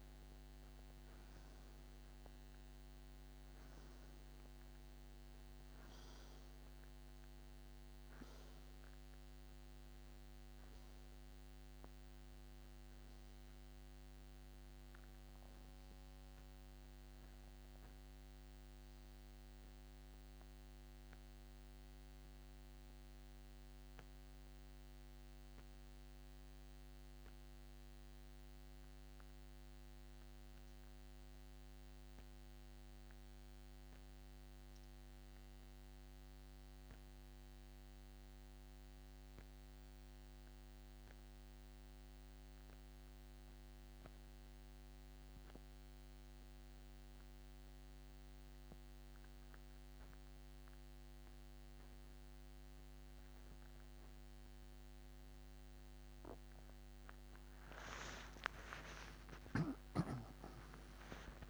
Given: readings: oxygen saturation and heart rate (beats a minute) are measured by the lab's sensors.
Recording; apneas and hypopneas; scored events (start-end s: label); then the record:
breathing in sleep, hard to hear, by a microphone on the trachea; 1
0.00-42.00 s: oxygen desaturation (device-marked, oxygen 98% before, 86% lowest, heart rate 84 before, 67 extreme)
17.50-55.00 s: mixed apnea (oxygen 98% before, 85% lowest, heart rate 85 before, 67 extreme, up 32 after)
58.50-61.50 s: arousal
From the record:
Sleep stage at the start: N2 (light sleep); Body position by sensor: on the back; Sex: male